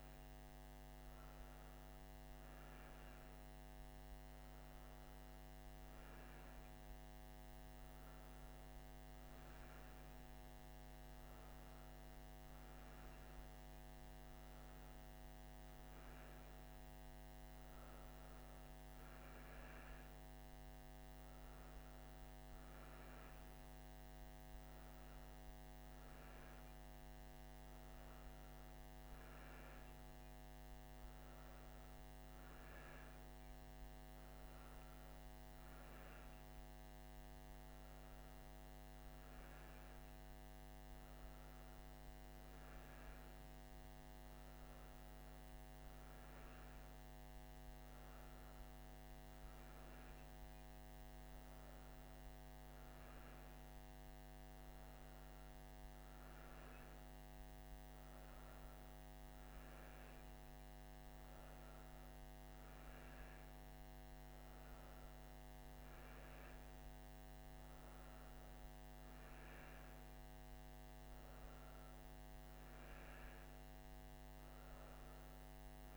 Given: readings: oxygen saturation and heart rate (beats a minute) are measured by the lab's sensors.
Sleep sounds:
breathing in sleep, hard to hear, by a microphone on the trachea; none
none scored
From the record:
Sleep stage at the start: N1 (lightest sleep); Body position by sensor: on the right side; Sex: female

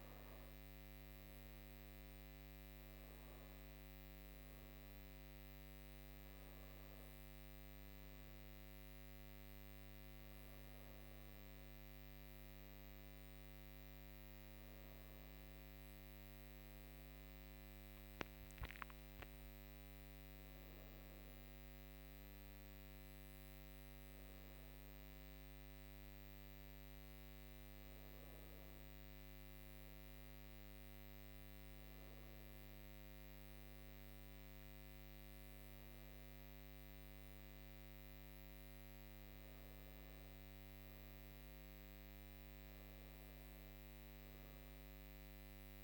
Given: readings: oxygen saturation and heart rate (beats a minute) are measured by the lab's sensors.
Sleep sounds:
breathing in sleep, hard to hear, by a microphone on the trachea; none
11.00-16.00 s: arousal
From the record:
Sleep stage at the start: N2 (light sleep); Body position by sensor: on the right side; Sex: female

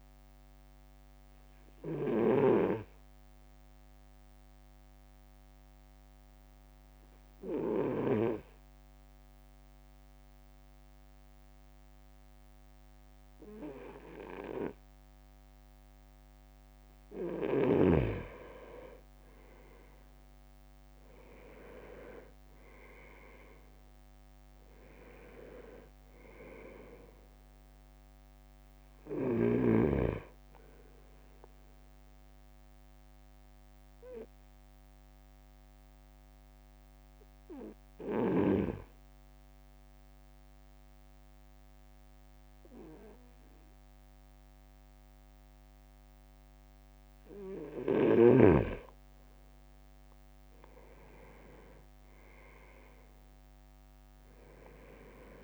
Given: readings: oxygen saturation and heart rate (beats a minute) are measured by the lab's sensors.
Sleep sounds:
breathing in sleep by a microphone on the trachea; 2
0.00-3.00 s: snoring (device-marked)
1.00-16.00 s: obstructive apnea (oxygen 98% before, 97% lowest, heart rate 56 before, 52 extreme, up 5 after)
19.50-23.50 s: leg movement (device-marked)
21.00-24.50 s: arousal
21.50-34.50 s: drop in pulse transit time (device-marked, heart rate 54 before, 53 extreme)
31.50-47.50 s: obstructive apnea (oxygen 98% before, 96% lowest, heart rate 56 before, 52 extreme, up 6 after)
50.50-53.50 s: leg movement (device-marked)
50.50-55.44 s: drop in pulse transit time (device-marked, heart rate 54 before, 53 extreme)
52.00-55.44 s: arousal
From the record:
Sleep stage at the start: N2 (light sleep); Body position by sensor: on the right side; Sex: male

